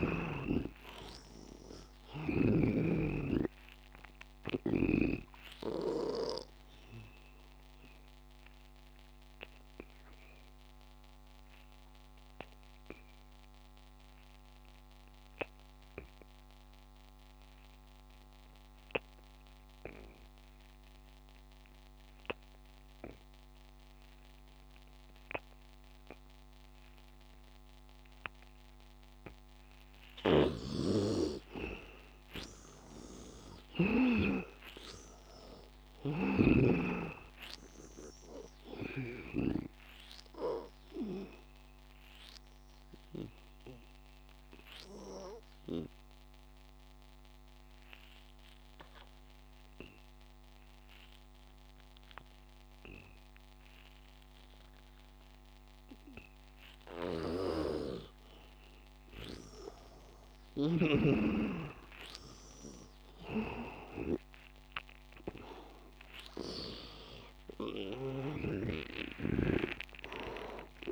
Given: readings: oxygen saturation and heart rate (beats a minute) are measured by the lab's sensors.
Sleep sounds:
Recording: breathing in sleep by a microphone on the trachea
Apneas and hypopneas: 2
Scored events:
0.00-19.50 s: oxygen desaturation (device-marked, oxygen 79% lowest, heart rate 84 extreme)
1.00-5.00 s: snoring (device-marked)
7.50-31.00 s: obstructive apnea (oxygen 99% before, 79% lowest, heart rate 92 before, 84 extreme, up 13 after)
29.50-53.50 s: oxygen desaturation (device-marked, oxygen 100% before, 80% lowest, heart rate 89 before, 91 extreme)
30.00-39.50 s: snoring (device-marked)
33.50-36.50 s: arousal
40.00-58.50 s: obstructive apnea (oxygen 100% before, 80% lowest, heart rate 87 before, 93 extreme, up 3 after)
57.00-67.00 s: snoring (device-marked)
58.50-70.92 s: oxygen desaturation (device-marked, oxygen 99% before, 87% lowest, heart rate 97 before, 82 extreme)
62.50-65.50 s: arousal
69.00-70.92 s: snoring (device-marked)
From the record:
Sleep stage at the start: N2 (light sleep)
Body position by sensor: on the back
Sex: male

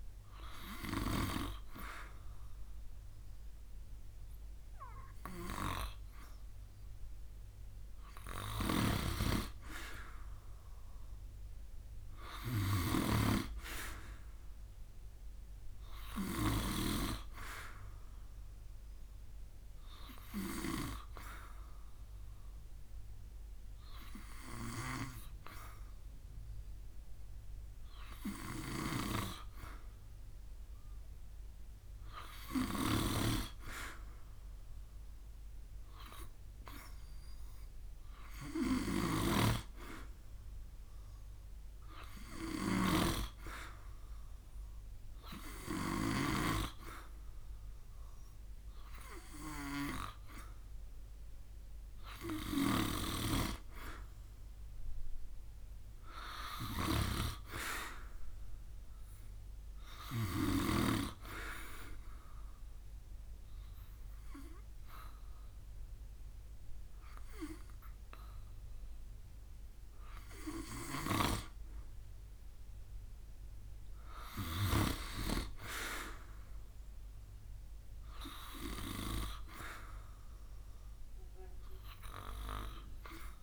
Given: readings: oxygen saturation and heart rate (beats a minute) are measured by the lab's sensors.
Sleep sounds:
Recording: breathing in sleep by a room microphone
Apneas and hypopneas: 1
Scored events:
18.00-39.00 s: oxygen desaturation (device-marked, oxygen 96% before, 91% lowest, heart rate 69 before, 69 extreme)
38.50-46.00 s: snoring (device-marked)
61.50-72.50 s: obstructive apnea (oxygen 93% before, 90% lowest, heart rate 73 before, 69 extreme, up 1 after)
75.00-78.50 s: arousal
From the record:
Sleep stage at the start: N2 (light sleep)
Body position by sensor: on the back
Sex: male

